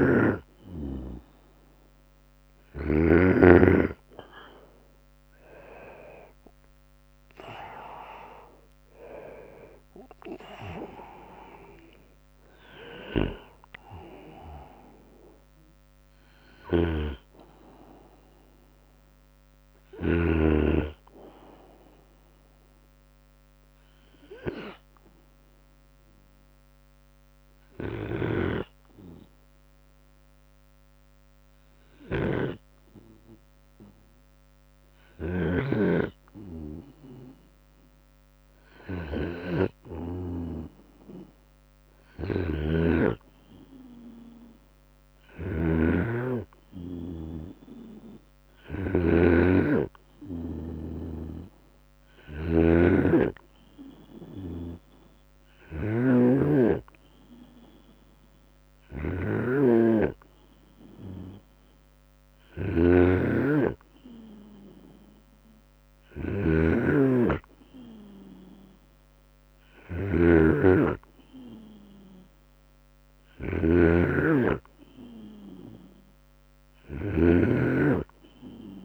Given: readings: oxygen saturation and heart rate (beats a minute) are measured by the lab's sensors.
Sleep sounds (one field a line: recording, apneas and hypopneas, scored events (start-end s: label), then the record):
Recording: breathing in sleep by a microphone on the trachea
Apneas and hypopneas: 1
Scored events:
0.00-2.50 s: snoring (device-marked)
0.50-2.50 s: long interval between heartbeats (device-marked, heart rate 65 before, 50 extreme)
2.50-18.50 s: oxygen desaturation (device-marked, oxygen 99% before, 95% lowest, heart rate 65 before, 44 extreme)
3.50-17.50 s: drop in pulse transit time (device-marked, heart rate 64 before, 59 extreme)
4.00-6.00 s: long interval between heartbeats (device-marked, heart rate 64 before, 60 extreme)
9.00-11.00 s: long interval between heartbeats (device-marked, heart rate 64 before, 77 extreme)
11.50-13.50 s: long interval between heartbeats (device-marked, heart rate 66 before, 72 extreme)
14.50-16.50 s: long interval between heartbeats (device-marked, heart rate 65 before, 59 extreme)
15.50-19.50 s: snoring (device-marked)
23.00-35.00 s: hypopnea (oxygen 99% before, 94% lowest, heart rate 66 before, 44 extreme, up 26 after)
24.50-26.50 s: long interval between heartbeats (device-marked, heart rate 68 before, 63 extreme)
26.50-36.50 s: bradycardia (device-marked, heart rate 72 before, 44 extreme)
28.00-30.00 s: long interval between heartbeats (device-marked, heart rate 68 before, 64 extreme)
32.00-34.00 s: long interval between heartbeats (device-marked, heart rate 65 before, 48 extreme)
36.00-38.00 s: long interval between heartbeats (device-marked, heart rate 60 before, 55 extreme)
37.50-41.50 s: arousal
40.50-52.50 s: drop in pulse transit time (device-marked, heart rate 59 before, 59 extreme)
41.50-78.85 s: snoring (device-marked)
47.50-49.50 s: long interval between heartbeats (device-marked, heart rate 59 before, 59 extreme)
50.50-52.50 s: long interval between heartbeats (device-marked, heart rate 59 before, 65 extreme)
53.50-65.50 s: bradycardia (device-marked, heart rate 71 before, 54 extreme)
54.00-56.00 s: long interval between heartbeats (device-marked, heart rate 62 before, 69 extreme)
60.50-62.50 s: long interval between heartbeats (device-marked, heart rate 64 before, 54 extreme)
64.50-72.50 s: drop in pulse transit time (device-marked, heart rate 62 before, 56 extreme)
66.00-68.00 s: long interval between heartbeats (device-marked, heart rate 61 before, 58 extreme)
70.00-72.00 s: long interval between heartbeats (device-marked, heart rate 60 before, 72 extreme)
71.50-75.50 s: bradycardia (device-marked, heart rate 71 before, 57 extreme)
72.50-74.50 s: long interval between heartbeats (device-marked, heart rate 61 before, 62 extreme)
From the record:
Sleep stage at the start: N2 (light sleep)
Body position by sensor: on the right side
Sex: male